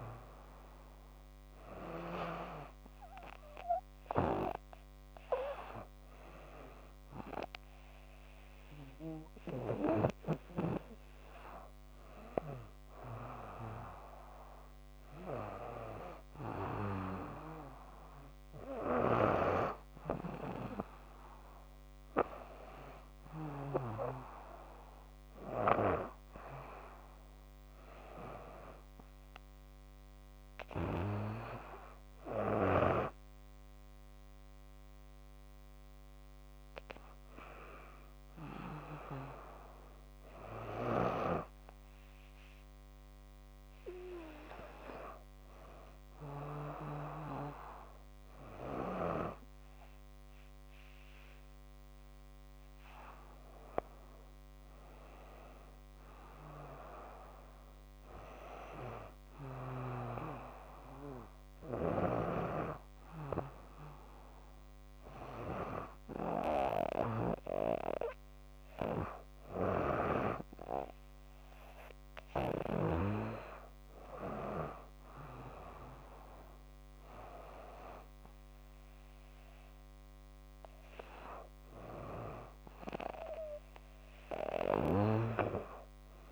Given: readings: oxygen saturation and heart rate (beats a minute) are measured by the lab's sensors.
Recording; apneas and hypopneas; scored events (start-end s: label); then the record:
breathing in sleep by a microphone on the trachea; none
none scored
From the record:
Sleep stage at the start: N2 (light sleep); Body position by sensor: on the back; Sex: female